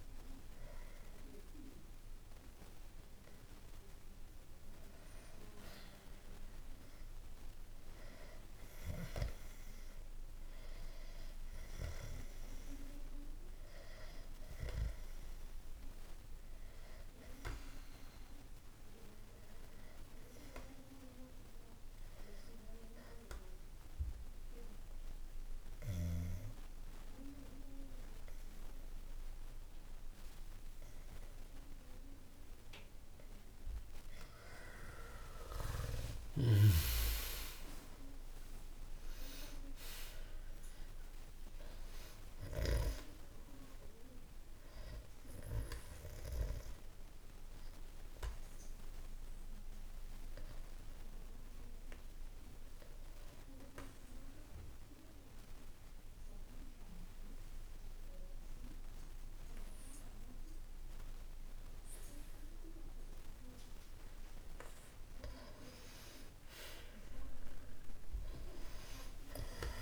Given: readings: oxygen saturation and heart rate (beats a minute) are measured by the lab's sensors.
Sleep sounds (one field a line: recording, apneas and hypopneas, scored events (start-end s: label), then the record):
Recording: breathing in sleep by a room microphone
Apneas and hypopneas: 2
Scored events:
11.00-16.50 s: arousal
22.00-34.00 s: obstructive apnea (oxygen 96% before, 92% lowest, heart rate 63 before, 60 extreme, up 4 after)
35.50-41.00 s: arousal
36.50-43.00 s: snoring (device-marked)
41.50-57.50 s: oxygen desaturation (device-marked, oxygen 95% before, 92% lowest, heart rate 62 before, 59 extreme)
47.00-65.50 s: obstructive apnea (oxygen 96% before, 92% lowest, heart rate 63 before, 59 extreme)
68.50-69.82 s: arousal
From the record:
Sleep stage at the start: N2 (light sleep)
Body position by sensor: on the back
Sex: male